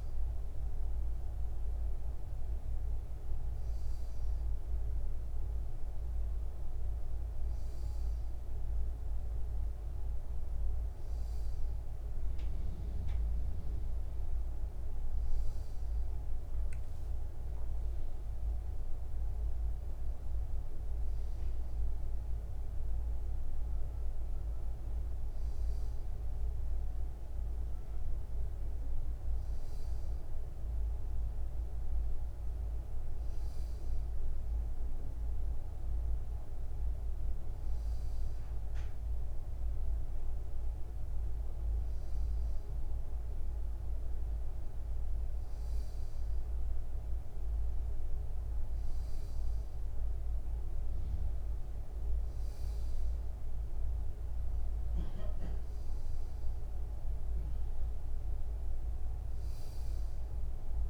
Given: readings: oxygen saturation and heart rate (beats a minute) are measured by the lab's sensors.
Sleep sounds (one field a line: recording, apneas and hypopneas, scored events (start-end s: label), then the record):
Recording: breathing in sleep, hard to hear, by a room microphone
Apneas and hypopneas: none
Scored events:
10.00-40.00 s: new sleep stage, N1 (lightest sleep)
15.00-19.00 s: arousal
18.00-20.00 s: long interval between heartbeats (device-marked, heart rate 84 before, 102 extreme)
40.00-60.90 s: new sleep stage, N2 (light sleep)
From the record:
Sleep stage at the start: N2 (light sleep)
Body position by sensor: on the back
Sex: male